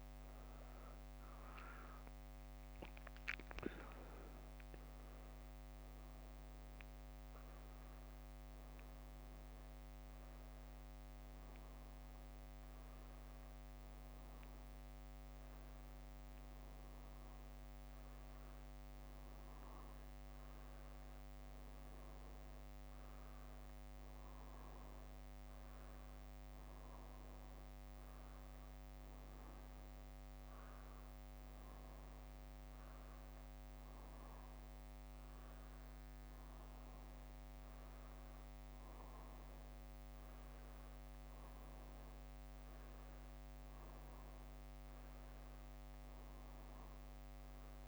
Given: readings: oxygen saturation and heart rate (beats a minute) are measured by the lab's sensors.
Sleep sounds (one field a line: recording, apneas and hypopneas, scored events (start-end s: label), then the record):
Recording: a person awake in a sleep study, hard to hear, by a microphone on the trachea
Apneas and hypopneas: none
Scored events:
45.50-47.50 s: bradycardia (device-marked, heart rate 64 before, 61 extreme)
From the record:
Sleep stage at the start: awake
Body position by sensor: on the back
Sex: female